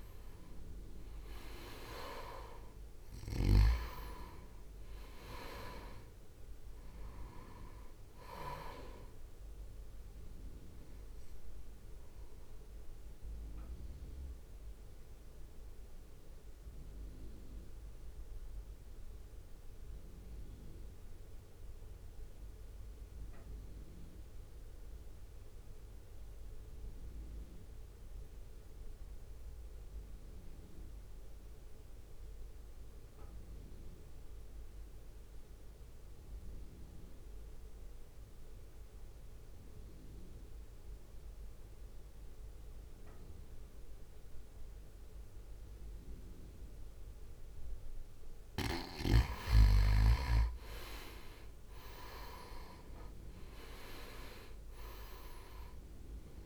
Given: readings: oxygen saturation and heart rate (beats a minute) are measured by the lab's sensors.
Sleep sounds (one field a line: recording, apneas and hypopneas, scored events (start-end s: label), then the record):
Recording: breathing in sleep by a room microphone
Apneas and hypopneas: 1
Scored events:
0.00-8.00 s: oxygen desaturation (device-marked, oxygen 92% lowest, heart rate 52 extreme)
0.00-14.00 s: drop in pulse transit time (device-marked, heart rate 52 extreme)
0.50-3.00 s: arousal
11.50-47.50 s: mixed apnea (oxygen 98% before, 87% lowest, heart rate 57 before, 52 extreme, up 2 after)
20.00-29.00 s: oxygen desaturation (device-marked, oxygen 93% before, 89% lowest, heart rate 56 before, 58 extreme)
46.00-56.46 s: oxygen desaturation (device-marked, oxygen 98% before, 90% lowest, heart rate 60 before, 52 extreme)
50.00-53.00 s: arousal
53.00-56.46 s: drop in pulse transit time (device-marked, heart rate 60 before, 52 extreme)
From the record:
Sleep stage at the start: N2 (light sleep)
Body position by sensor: on the right side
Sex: male